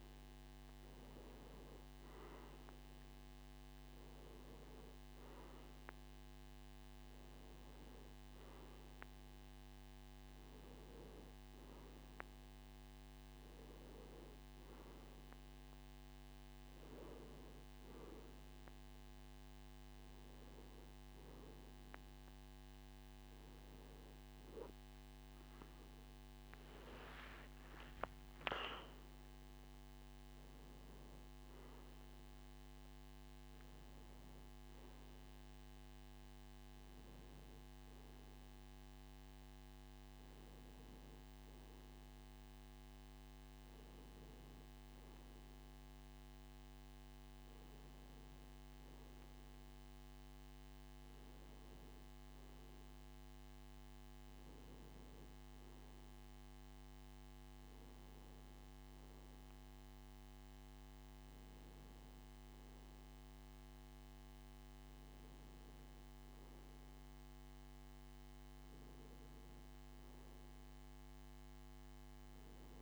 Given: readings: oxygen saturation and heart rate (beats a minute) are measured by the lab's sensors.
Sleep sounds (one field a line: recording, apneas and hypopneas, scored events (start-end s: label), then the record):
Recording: a person awake in a sleep study, hard to hear, by a microphone on the trachea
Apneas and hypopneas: none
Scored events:
41.00-71.00 s: new sleep stage, N1 (lightest sleep)
71.00-72.82 s: new sleep stage, N2 (light sleep)
From the record:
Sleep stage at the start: awake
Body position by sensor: on the back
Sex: male